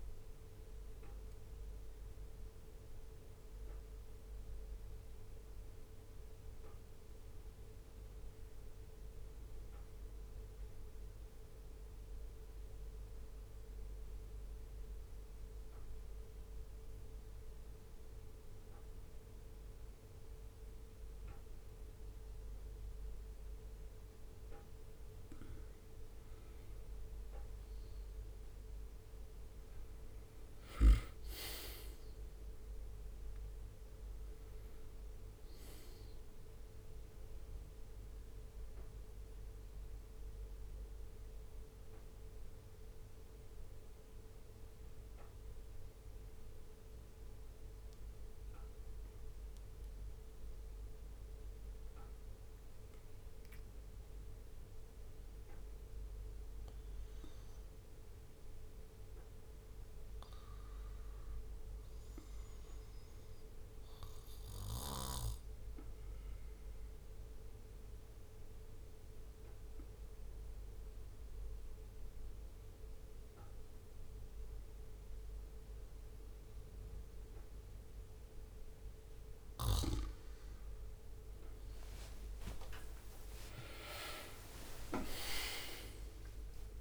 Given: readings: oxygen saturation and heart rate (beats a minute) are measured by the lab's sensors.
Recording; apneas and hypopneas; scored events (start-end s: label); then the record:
breathing in sleep by a room microphone; 2
10.50-24.50 s: obstructive apnea (oxygen 98% before, 94% lowest, heart rate 68 before, 64 extreme, up 2 after)
26.50-30.00 s: arousal
28.50-45.50 s: oxygen desaturation (device-marked, oxygen 98% before, 94% lowest, heart rate 64 before, 64 extreme)
42.50-79.00 s: obstructive apnea (oxygen 98% before, 92% lowest, heart rate 65 before, 65 extreme, up 8 after)
68.50-73.00 s: leg movement (device-marked)
81.00-84.50 s: arousal
From the record:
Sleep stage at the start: N2 (light sleep); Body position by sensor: on the back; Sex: male